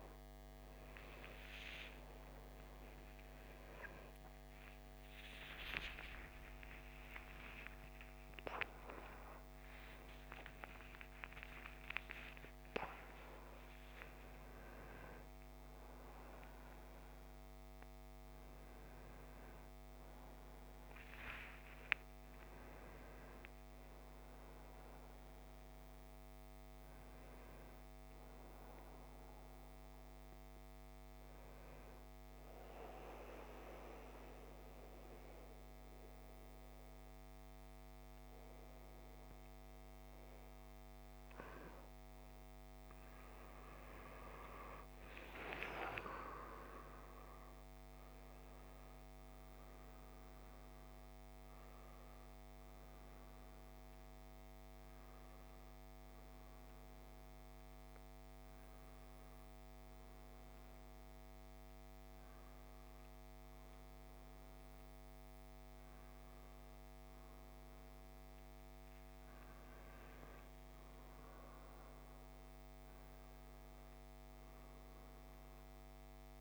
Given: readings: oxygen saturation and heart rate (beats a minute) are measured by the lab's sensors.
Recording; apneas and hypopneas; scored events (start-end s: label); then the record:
breathing in sleep by a microphone on the trachea; 1
0.00-8.50 s: oxygen desaturation (device-marked, oxygen 93% lowest, heart rate 54 extreme)
6.00-13.00 s: arousal
33.00-43.00 s: obstructive apnea (oxygen 98% before, 89% lowest, heart rate 88 before, 59 extreme, up 16 after)
44.50-48.50 s: arousal
49.50-68.50 s: oxygen desaturation (device-marked, oxygen 96% before, 89% lowest, heart rate 65 before, 59 extreme)
71.50-75.50 s: arousal
From the record:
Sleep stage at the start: N1 (lightest sleep); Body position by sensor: on the back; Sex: male